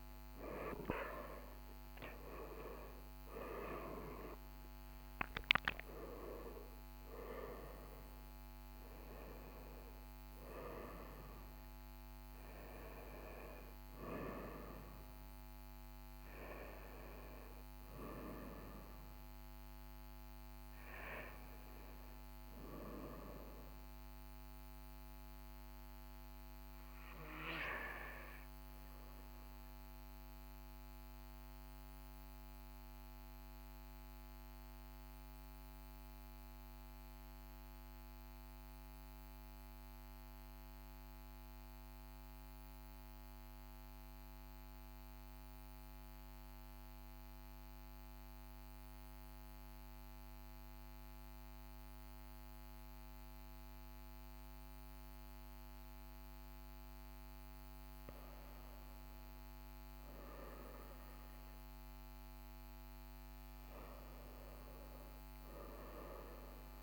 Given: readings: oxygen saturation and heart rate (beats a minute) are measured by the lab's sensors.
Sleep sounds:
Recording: breathing in sleep by a microphone on the trachea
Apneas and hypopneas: 1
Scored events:
0.00-2.50 s: arousal
0.00-34.00 s: oxygen desaturation (device-marked, oxygen 82% lowest, heart rate 40 extreme)
30.00-57.00 s: mixed apnea (oxygen 93% before, 85% lowest, heart rate 46 before, 41 extreme, up 1 after)
59.50-63.50 s: arousal
From the record:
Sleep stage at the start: REM sleep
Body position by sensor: on the back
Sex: male

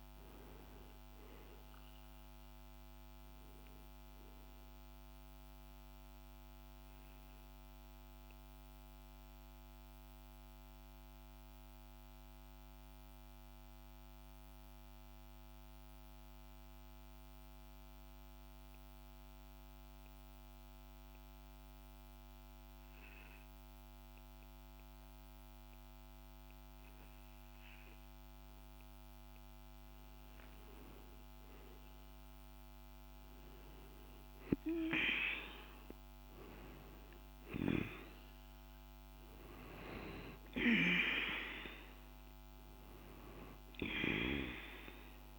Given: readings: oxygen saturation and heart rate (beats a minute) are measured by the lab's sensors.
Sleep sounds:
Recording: breathing in sleep by a microphone on the trachea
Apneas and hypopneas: 1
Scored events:
0.00-15.50 s: oxygen desaturation (device-marked, oxygen 90% lowest, heart rate 46 extreme)
2.50-29.00 s: mixed apnea (oxygen 99% before, 91% lowest, heart rate 61 before, 46 extreme, up 6 after)
30.50-34.50 s: arousal
30.50-45.39 s: oxygen desaturation (device-marked, oxygen 99% before, 91% lowest, heart rate 47 before, 47 extreme)
From the record:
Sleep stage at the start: N2 (light sleep)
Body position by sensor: on the back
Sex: male

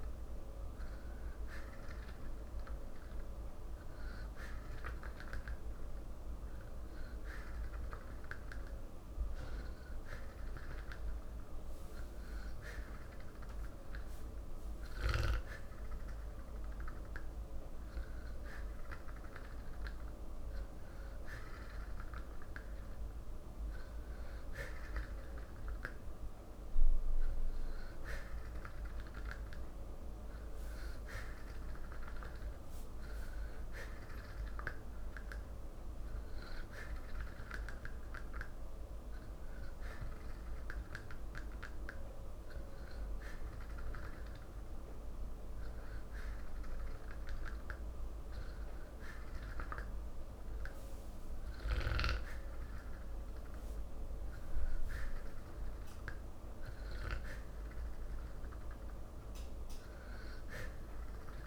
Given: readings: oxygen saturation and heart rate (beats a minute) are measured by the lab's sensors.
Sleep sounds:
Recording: breathing in sleep by a room microphone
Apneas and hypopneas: none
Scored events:
none scored
From the record:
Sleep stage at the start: N3 (deep sleep)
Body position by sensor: on the back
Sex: male

